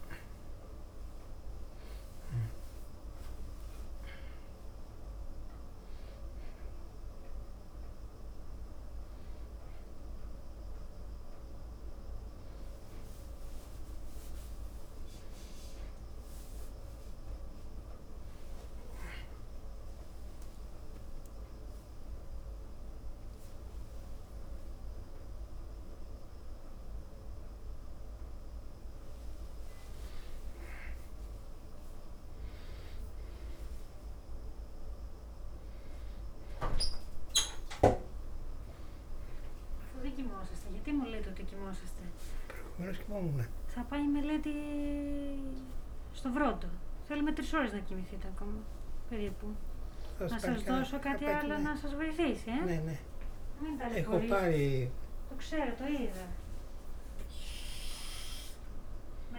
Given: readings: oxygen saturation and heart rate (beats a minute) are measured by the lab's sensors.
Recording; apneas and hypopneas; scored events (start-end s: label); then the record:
a person awake in a sleep study, by a room microphone; none
0.00-1.00 s: oxygen desaturation (device-marked, oxygen 96% before, 92% lowest, heart rate 93 before, 30 extreme)
40.00-55.00 s: oxygen desaturation (device-marked, oxygen 96% before, 92% lowest, heart rate 54 before, 46 extreme)
From the record:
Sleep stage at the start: awake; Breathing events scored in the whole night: 180 in 3.3 hours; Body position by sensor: on the back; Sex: male